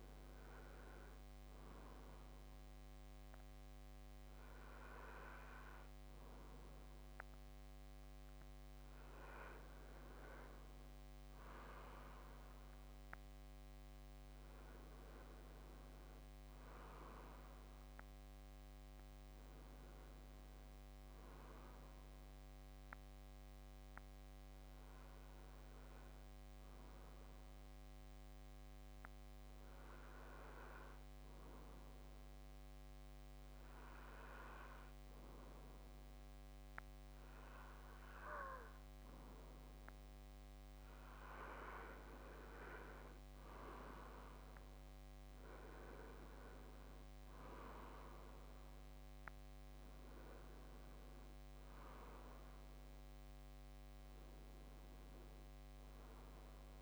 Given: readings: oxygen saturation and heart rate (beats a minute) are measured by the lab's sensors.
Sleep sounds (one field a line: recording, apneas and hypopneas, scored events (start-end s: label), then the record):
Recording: breathing in sleep by a microphone on the trachea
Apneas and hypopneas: none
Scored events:
none scored
From the record:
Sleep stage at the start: N2 (light sleep)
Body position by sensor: on the front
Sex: male